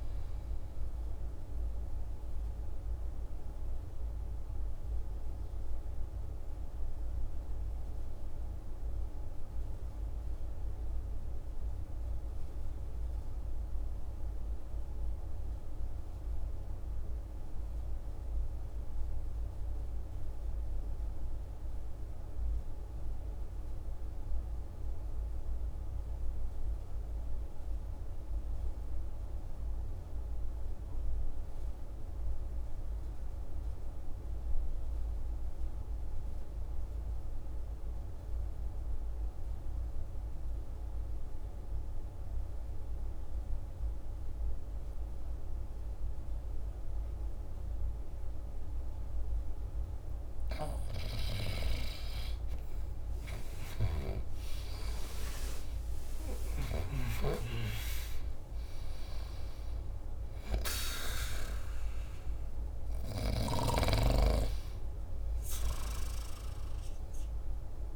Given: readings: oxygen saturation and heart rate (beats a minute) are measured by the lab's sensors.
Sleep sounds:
breathing in sleep by a room microphone; 1
0.00-13.00 s: oxygen desaturation (device-marked, oxygen 71% lowest, heart rate 48 extreme)
1.50-49.00 s: mixed apnea (oxygen 92% before, 68% lowest, heart rate 62 before, 48 extreme, up 16 after)
30.00-67.96 s: oxygen desaturation (device-marked, oxygen 98% before, 68% lowest, heart rate 50 before, 48 extreme)
50.50-54.50 s: arousal
53.00-56.50 s: snoring (device-marked)
62.50-67.96 s: snoring (device-marked)
From the record:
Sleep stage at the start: REM sleep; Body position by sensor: on the back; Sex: male

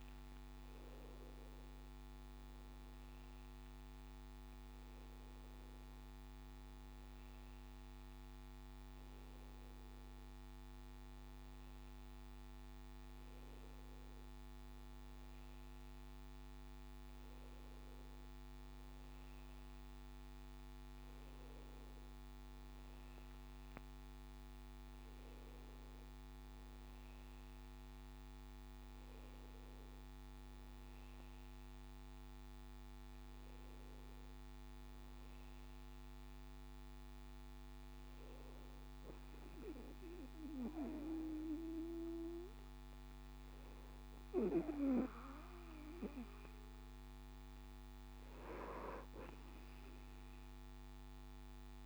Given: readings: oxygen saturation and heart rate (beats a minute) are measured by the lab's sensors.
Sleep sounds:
breathing in sleep by a microphone on the trachea; none
none scored
From the record:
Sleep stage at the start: N2 (light sleep); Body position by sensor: on the back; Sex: male

